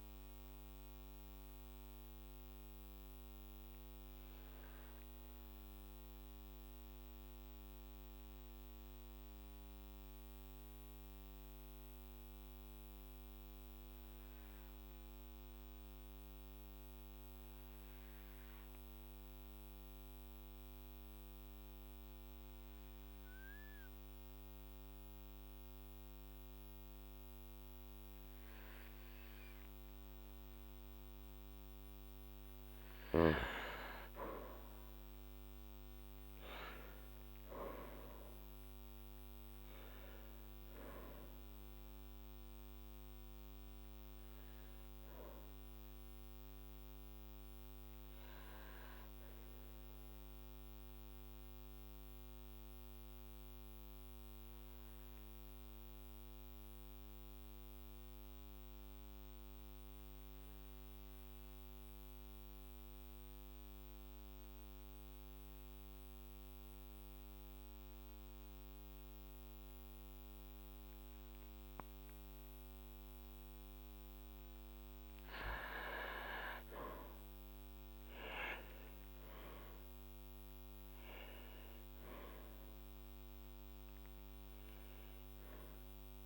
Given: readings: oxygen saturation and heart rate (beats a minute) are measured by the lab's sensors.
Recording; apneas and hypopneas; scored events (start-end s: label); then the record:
breathing in sleep by a microphone on the trachea; 2
0.50-31.50 s: obstructive apnea (oxygen 99% before, 95% lowest, heart rate 60 before, 51 extreme, up 9 after)
34.50-38.50 s: arousal
47.00-74.50 s: obstructive apnea (oxygen 100% before, 96% lowest, heart rate 58 before, 53 extreme, up 7 after)
77.00-82.50 s: arousal
From the record:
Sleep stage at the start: N2 (light sleep); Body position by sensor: on the back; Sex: male